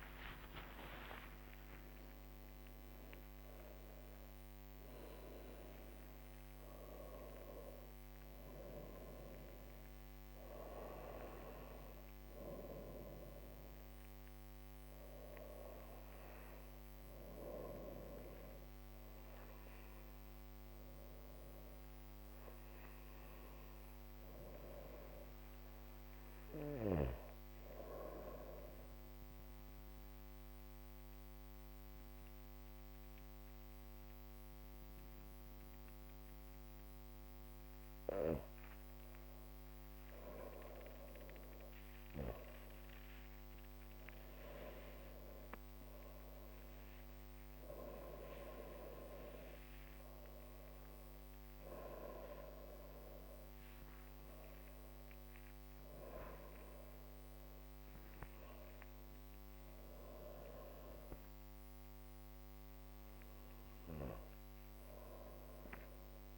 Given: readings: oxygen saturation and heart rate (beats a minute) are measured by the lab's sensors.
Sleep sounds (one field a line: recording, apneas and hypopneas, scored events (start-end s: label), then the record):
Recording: breathing in sleep by a microphone on the trachea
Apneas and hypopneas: 1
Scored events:
0.00-11.00 s: drop in pulse transit time (device-marked, heart rate 64 extreme)
0.00-22.00 s: oxygen desaturation (device-marked, oxygen 93% lowest, heart rate 56 extreme)
22.50-26.00 s: arousal
27.00-38.00 s: obstructive apnea (oxygen 100% before, 98% lowest, heart rate 64 before, 58 extreme, up 16 after)
36.00-47.00 s: drop in pulse transit time (device-marked, heart rate 62 before, 64 extreme)
39.00-41.50 s: arousal
From the record:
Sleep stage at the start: N2 (light sleep)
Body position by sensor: on the back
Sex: female